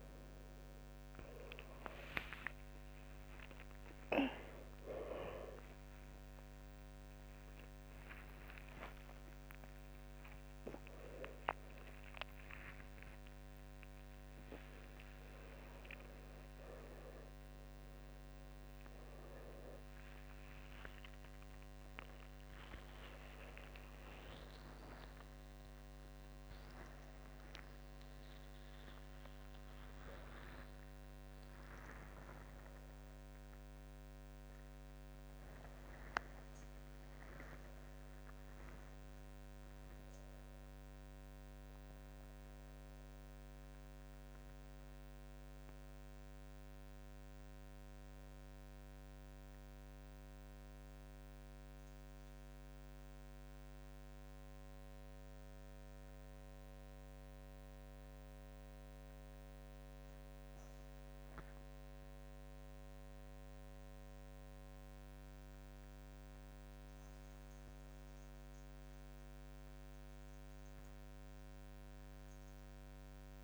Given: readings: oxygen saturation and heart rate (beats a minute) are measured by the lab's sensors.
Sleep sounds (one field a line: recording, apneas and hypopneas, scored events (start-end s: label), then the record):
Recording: a person awake in a sleep study, by a microphone on the trachea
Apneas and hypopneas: none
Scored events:
1.00-13.00 s: oxygen desaturation (device-marked, oxygen 99% before, 93% lowest, heart rate 63 before, 62 extreme)
4.00-73.44 s: new sleep stage, awake
35.00-55.00 s: oxygen desaturation (device-marked, oxygen 96% before, 92% lowest, heart rate 116 before, 26 extreme)
From the record:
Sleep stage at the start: N2 (light sleep)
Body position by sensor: on the front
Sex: male